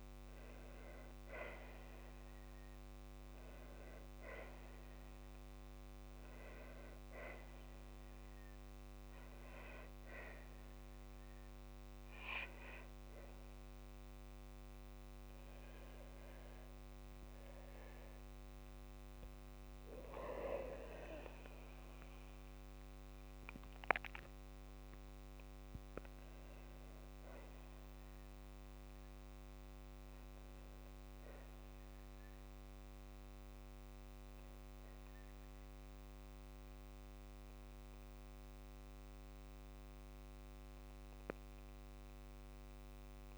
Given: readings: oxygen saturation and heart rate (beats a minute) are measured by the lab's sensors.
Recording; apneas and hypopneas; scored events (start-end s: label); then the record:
breathing in sleep by a microphone on the trachea; none
7.50-9.50 s: long interval between heartbeats (device-marked, heart rate 58 before, 66 extreme)
16.50-20.50 s: arousal
19.50-21.50 s: long interval between heartbeats (device-marked, heart rate 61 before, 66 extreme)
27.00-29.00 s: long interval between heartbeats (device-marked, heart rate 68 before, 71 extreme)
31.00-33.00 s: long interval between heartbeats (device-marked, heart rate 70 before, 86 extreme)
34.50-36.50 s: long interval between heartbeats (device-marked, heart rate 73 before, 84 extreme)
37.50-39.50 s: long interval between heartbeats (device-marked, heart rate 76 before, 74 extreme)
41.00-43.00 s: long interval between heartbeats (device-marked, heart rate 78 before, 83 extreme)
From the record:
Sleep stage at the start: N2 (light sleep); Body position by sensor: on the back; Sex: female